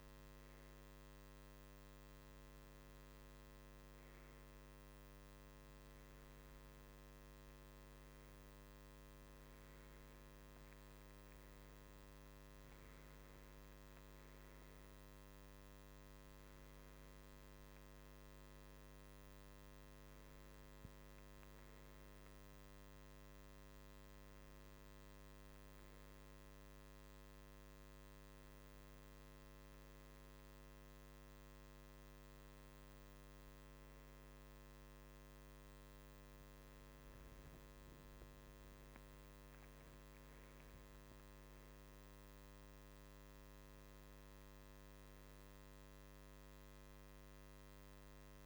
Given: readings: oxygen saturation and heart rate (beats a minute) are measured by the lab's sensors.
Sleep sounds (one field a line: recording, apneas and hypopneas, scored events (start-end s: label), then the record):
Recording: breathing in sleep, hard to hear, by a microphone on the trachea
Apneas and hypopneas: none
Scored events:
0.50-5.50 s: arousal
31.00-48.46 s: new sleep stage, N1 (lightest sleep)
From the record:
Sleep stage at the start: REM sleep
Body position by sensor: on the right side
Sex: male